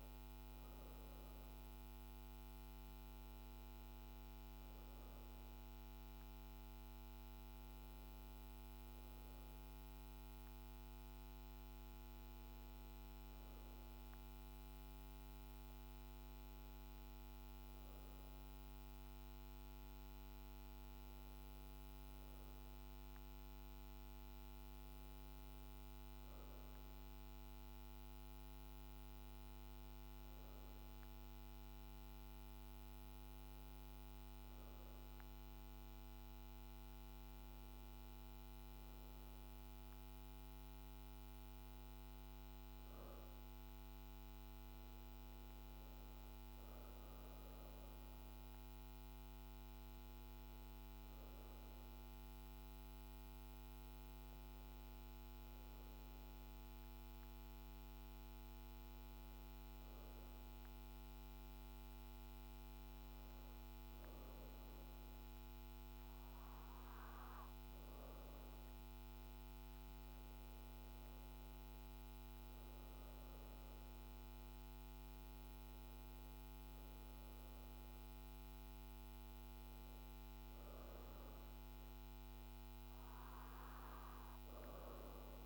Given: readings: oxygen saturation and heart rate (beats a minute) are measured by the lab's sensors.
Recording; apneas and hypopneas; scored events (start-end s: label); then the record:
breathing in sleep, hard to hear, by a microphone on the trachea; 1
60.00-71.00 s: obstructive apnea (oxygen 94% before, 89% lowest, heart rate 56 before, 53 extreme, up 2 after)
74.00-79.00 s: arousal
75.00-85.46 s: oxygen desaturation (device-marked, oxygen 95% before, 89% lowest, heart rate 55 before, 53 extreme)
From the record:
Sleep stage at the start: N2 (light sleep); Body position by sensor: on the back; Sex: female